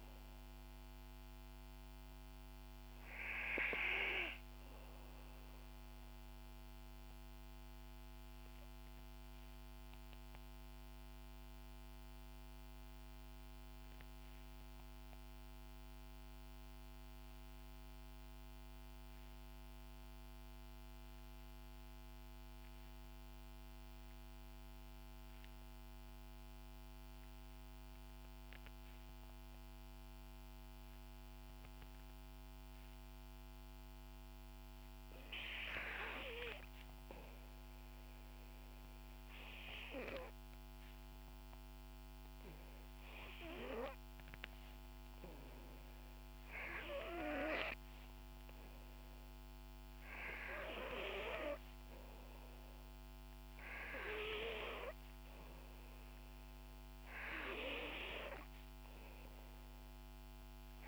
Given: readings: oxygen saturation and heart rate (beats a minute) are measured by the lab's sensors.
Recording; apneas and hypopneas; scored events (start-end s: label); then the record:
breathing in sleep by a microphone on the trachea; 1
0.00-11.50 s: oxygen desaturation (device-marked, oxygen 88% lowest, heart rate 55 extreme)
8.00-35.50 s: obstructive apnea (oxygen 92% before, 87% lowest, heart rate 66 before, 57 extreme, up 4 after)
29.50-54.50 s: oxygen desaturation (device-marked, oxygen 96% before, 87% lowest, heart rate 58 before, 64 extreme)
37.50-41.00 s: arousal
52.50-54.50 s: long interval between heartbeats (device-marked, heart rate 66 before, 66 extreme)
From the record:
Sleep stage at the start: N2 (light sleep); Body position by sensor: on the back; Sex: female